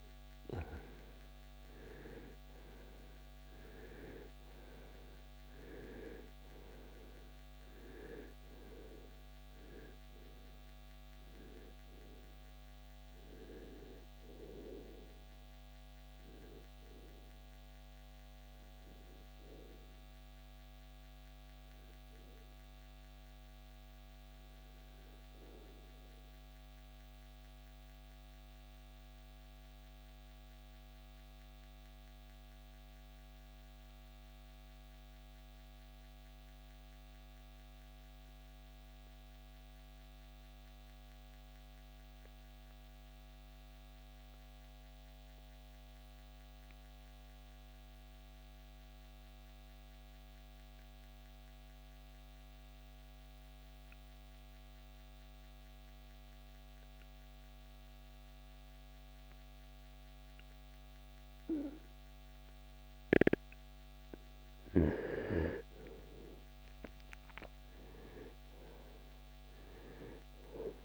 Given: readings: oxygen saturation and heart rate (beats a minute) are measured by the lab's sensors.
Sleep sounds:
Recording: breathing in sleep by a microphone on the trachea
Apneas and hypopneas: 1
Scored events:
0.00-48.00 s: oxygen desaturation (device-marked, oxygen 79% lowest, heart rate 47 extreme)
26.50-63.50 s: mixed apnea (oxygen 95% before, 79% lowest, heart rate 78 before, 47 extreme, up 23 after)
65.00-70.00 s: arousal
69.00-70.85 s: oxygen desaturation (device-marked, oxygen 97% before, 93% lowest, heart rate 56 before, 60 extreme)
From the record:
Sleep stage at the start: N2 (light sleep)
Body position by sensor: on the right side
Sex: male

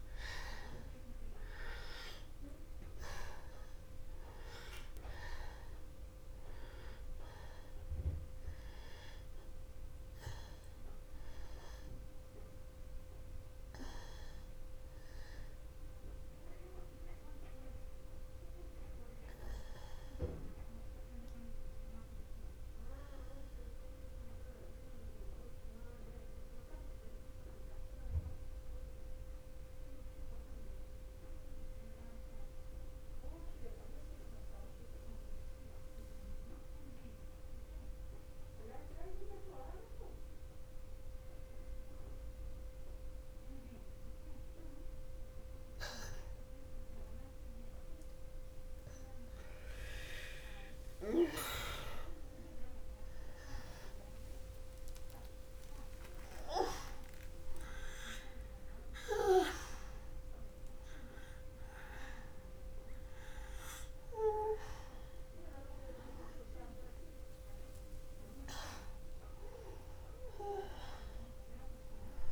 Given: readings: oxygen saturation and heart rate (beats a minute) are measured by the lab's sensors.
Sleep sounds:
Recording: breathing in sleep by a room microphone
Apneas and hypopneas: 1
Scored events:
0.00-34.00 s: oxygen desaturation (device-marked, oxygen 86% lowest, heart rate 61 extreme)
26.00-47.50 s: mixed apnea (oxygen 95% before, 87% lowest, heart rate 62 before, 53 extreme, up 0 after)
48.50-53.00 s: arousal
56.00-72.32 s: oxygen desaturation (device-marked, oxygen 97% before, 87% lowest, heart rate 62 before, 53 extreme)
From the record:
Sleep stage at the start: N2 (light sleep)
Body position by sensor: on the back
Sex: male

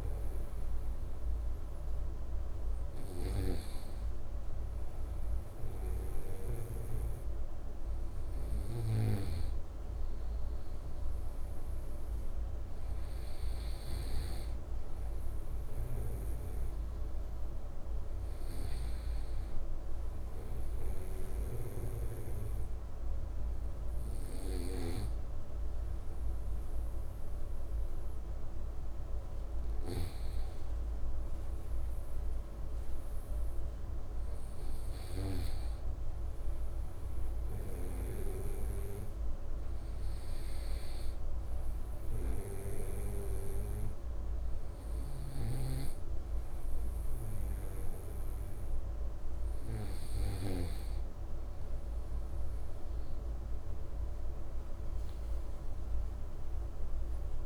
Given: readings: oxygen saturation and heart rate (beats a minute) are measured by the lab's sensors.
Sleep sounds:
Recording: breathing in sleep by a room microphone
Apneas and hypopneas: none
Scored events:
0.00-3.50 s: snoring (device-marked)
5.50-14.00 s: snoring (device-marked)
45.00-50.50 s: snoring (device-marked)
53.50-57.46 s: new sleep stage, awake
From the record:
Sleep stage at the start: N2 (light sleep)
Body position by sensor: on the right side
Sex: male

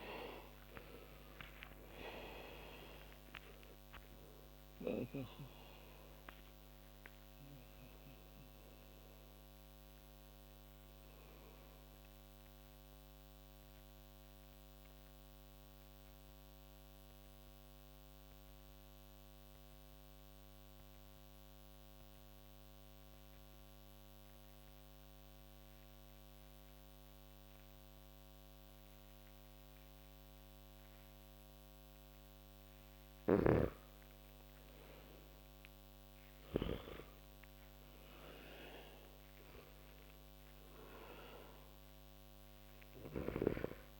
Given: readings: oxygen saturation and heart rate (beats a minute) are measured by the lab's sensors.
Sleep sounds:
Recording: breathing in sleep by a microphone on the trachea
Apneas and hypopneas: 1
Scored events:
0.00-3.00 s: arousal
0.00-10.00 s: oxygen desaturation (device-marked, oxygen 87% lowest)
11.50-33.00 s: mixed apnea (oxygen 97% before, 78% lowest)
18.00-29.00 s: oxygen desaturation (device-marked, oxygen 88% before, 78% lowest)
34.00-44.00 s: oxygen desaturation (device-marked, oxygen 99% before, 84% lowest)
37.00-40.00 s: arousal
From the record:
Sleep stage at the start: N2 (light sleep)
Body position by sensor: on the back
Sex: male

